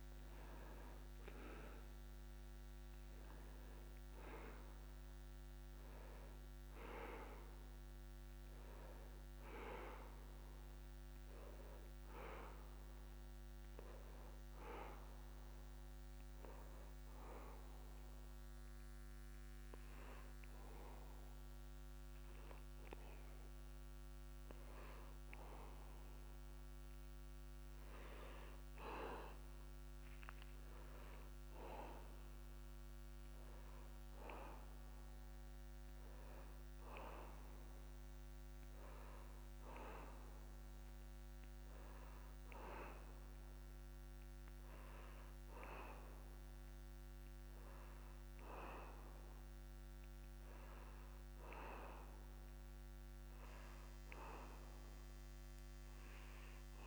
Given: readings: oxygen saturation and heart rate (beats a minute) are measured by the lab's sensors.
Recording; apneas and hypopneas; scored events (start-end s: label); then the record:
a person awake in a sleep study, by a microphone on the trachea; none
34.50-48.50 s: oxygen desaturation (device-marked, oxygen 96% before, 93% lowest, heart rate 72 before, 70 extreme)
From the record:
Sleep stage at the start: awake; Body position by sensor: on the back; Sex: male